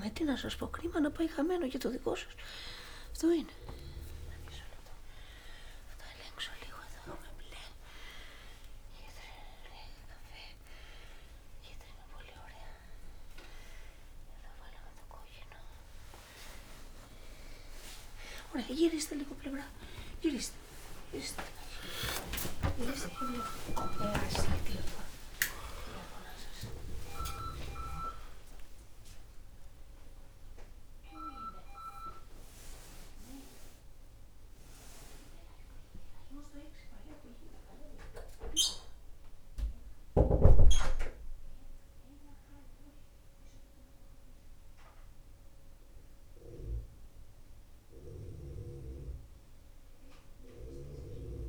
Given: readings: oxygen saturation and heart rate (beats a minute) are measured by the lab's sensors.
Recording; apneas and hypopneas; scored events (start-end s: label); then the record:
a person awake in a sleep study, by a room microphone; none
none scored
From the record:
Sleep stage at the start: awake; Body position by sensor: on the left side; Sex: male